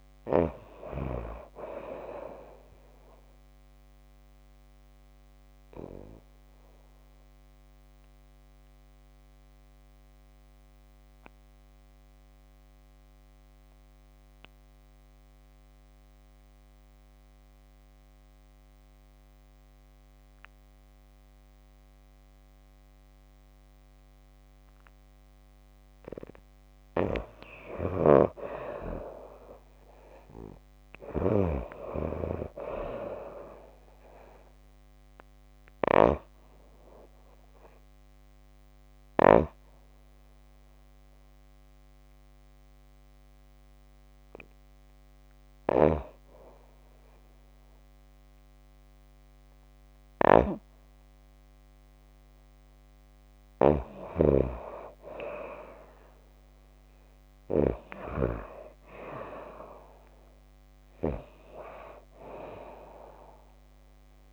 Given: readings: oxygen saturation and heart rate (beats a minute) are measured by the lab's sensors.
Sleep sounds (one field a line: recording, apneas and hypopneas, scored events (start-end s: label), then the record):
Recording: breathing in sleep by a microphone on the trachea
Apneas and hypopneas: 2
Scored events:
0.00-4.50 s: oxygen desaturation (device-marked, oxygen 86% lowest, heart rate 51 extreme)
4.00-25.50 s: obstructive apnea (oxygen 93% before, 85% lowest, heart rate 63 before, 51 extreme, up 4 after)
27.50-31.50 s: arousal
30.50-46.50 s: oxygen desaturation (device-marked, oxygen 95% before, 85% lowest, heart rate 55 before, 68 extreme)
38.00-53.00 s: hypopnea (oxygen 95% before, 85% lowest, heart rate 56 before, 68 extreme, up 40 after)
54.50-58.50 s: arousal
From the record:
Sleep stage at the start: N2 (light sleep)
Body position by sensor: on the back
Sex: female